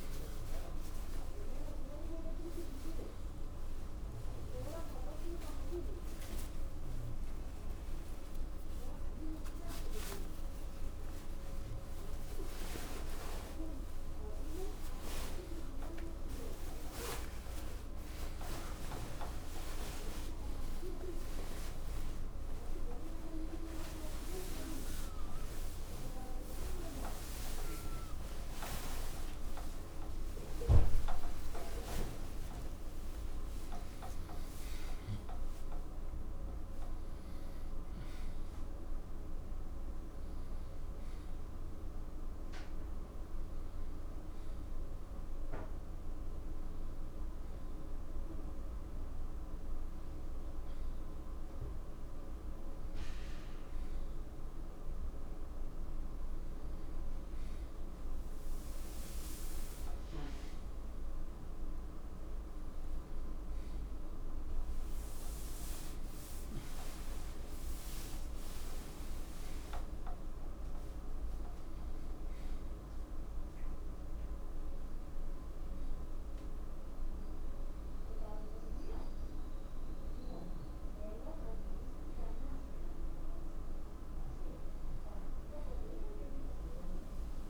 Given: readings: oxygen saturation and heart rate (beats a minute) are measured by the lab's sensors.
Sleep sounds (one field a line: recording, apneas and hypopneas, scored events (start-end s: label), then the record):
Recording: a person partly awake in a sleep study, by a room microphone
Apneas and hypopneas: none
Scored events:
7.00-13.00 s: oxygen desaturation (device-marked, oxygen 95% before, 92% lowest, heart rate 101 before, 60 extreme)
40.00-87.50 s: new sleep stage, N1 (lightest sleep)
From the record:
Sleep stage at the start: awake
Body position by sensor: on the right side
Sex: male